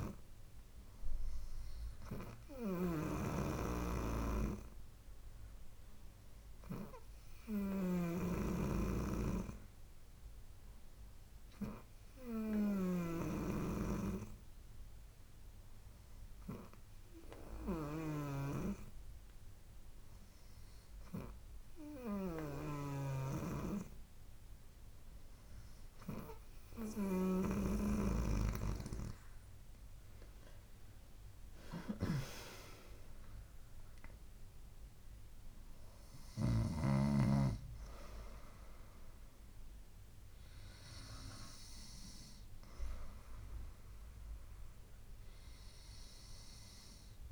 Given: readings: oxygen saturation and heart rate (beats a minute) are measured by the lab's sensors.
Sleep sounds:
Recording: breathing in sleep by a room microphone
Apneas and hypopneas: none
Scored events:
32.50-36.50 s: arousal
From the record:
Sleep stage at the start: N2 (light sleep)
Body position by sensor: on the right side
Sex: female

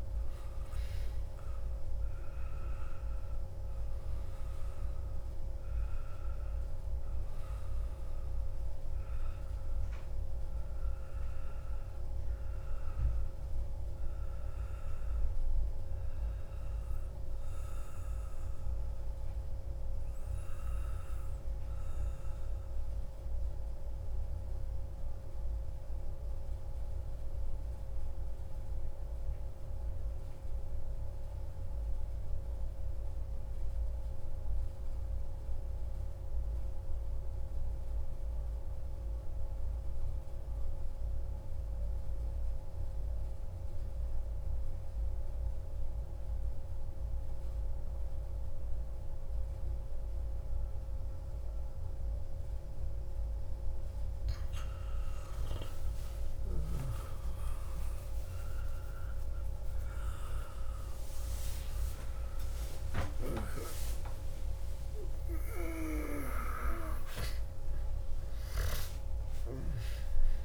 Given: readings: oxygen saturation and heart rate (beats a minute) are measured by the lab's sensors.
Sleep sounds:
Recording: breathing in sleep by a room microphone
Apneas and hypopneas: 1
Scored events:
0.00-20.00 s: oxygen desaturation (device-marked, oxygen 91% lowest)
20.50-53.00 s: central apnea (oxygen 95% before, 93% lowest)
57.00-70.45 s: new sleep stage, awake
61.00-70.45 s: oxygen desaturation (device-marked, oxygen 97% before, 94% lowest, heart rate 30 before, 29 extreme)
From the record:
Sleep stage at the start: N2 (light sleep)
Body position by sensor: on the back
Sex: male

